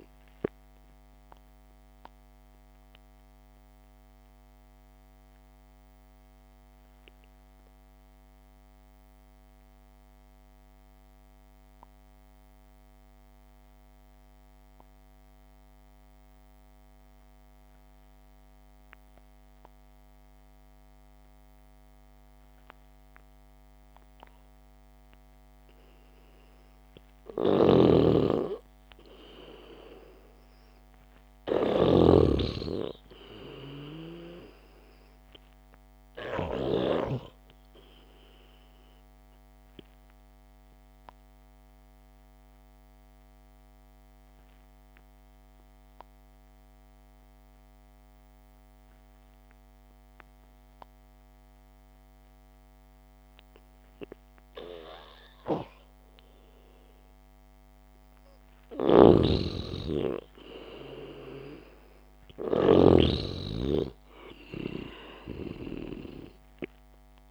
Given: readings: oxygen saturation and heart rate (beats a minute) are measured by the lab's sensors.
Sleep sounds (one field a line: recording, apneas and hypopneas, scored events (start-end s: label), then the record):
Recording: breathing in sleep by a microphone on the trachea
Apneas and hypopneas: 2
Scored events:
1.50-28.00 s: mixed apnea (oxygen 97% before, 89% lowest, heart rate 58 before, 54 extreme, up 4 after)
10.50-20.50 s: oxygen desaturation (device-marked, oxygen 95% before, 91% lowest, heart rate 57 before, 54 extreme)
28.00-37.50 s: snoring (device-marked)
29.50-33.50 s: arousal
34.50-60.50 s: oxygen desaturation (device-marked, oxygen 98% before, 89% lowest, heart rate 64 before, 54 extreme)
38.50-58.50 s: obstructive apnea (oxygen 99% before, 89% lowest, heart rate 61 before, 54 extreme, up 2 after)
59.00-63.50 s: snoring (device-marked)
61.00-64.50 s: arousal
From the record:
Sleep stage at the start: N2 (light sleep)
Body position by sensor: on the back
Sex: male